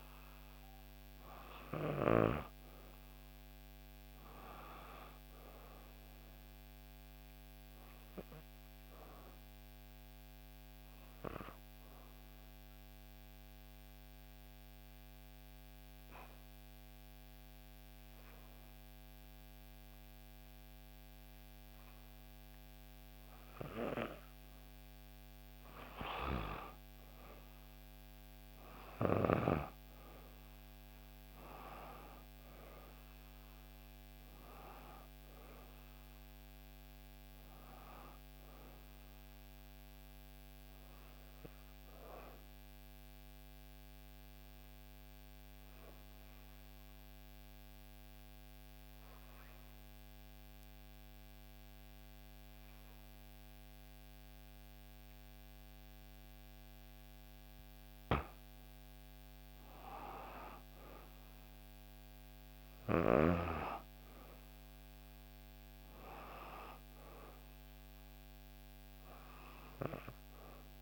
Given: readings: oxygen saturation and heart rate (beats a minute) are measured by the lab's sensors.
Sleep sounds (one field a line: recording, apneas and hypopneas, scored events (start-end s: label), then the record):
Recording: breathing in sleep by a microphone on the trachea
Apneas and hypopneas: 2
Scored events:
0.00-17.50 s: oxygen desaturation (device-marked, oxygen 89% lowest, heart rate 58 extreme)
6.50-24.50 s: obstructive apnea (oxygen 95% before, 89% lowest, heart rate 60 before, 58 extreme, up 5 after)
28.50-49.50 s: oxygen desaturation (device-marked, oxygen 96% before, 90% lowest, heart rate 59 before, 58 extreme)
29.00-33.50 s: arousal
40.00-57.00 s: obstructive apnea (oxygen 96% before, 90% lowest, heart rate 61 before, 58 extreme, up 5 after)
58.50-62.50 s: arousal
63.50-70.82 s: oxygen desaturation (device-marked, oxygen 97% before, 92% lowest, heart rate 59 before, 57 extreme)
From the record:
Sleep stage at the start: N2 (light sleep)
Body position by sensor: on the back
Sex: female